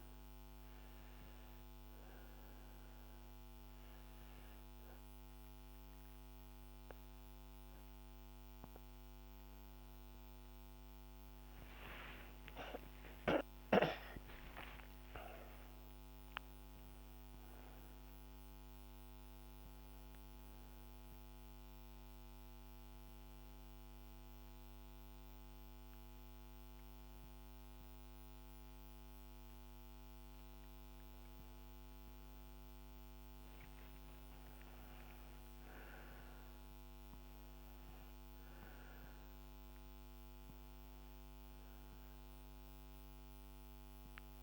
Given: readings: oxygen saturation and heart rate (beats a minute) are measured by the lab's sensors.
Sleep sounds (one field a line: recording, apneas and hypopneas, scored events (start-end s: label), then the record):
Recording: a person partly awake in a sleep study, by a microphone on the trachea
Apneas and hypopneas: none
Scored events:
18.00-44.43 s: new sleep stage, N1 (lightest sleep)
From the record:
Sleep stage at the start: awake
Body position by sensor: on the back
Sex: female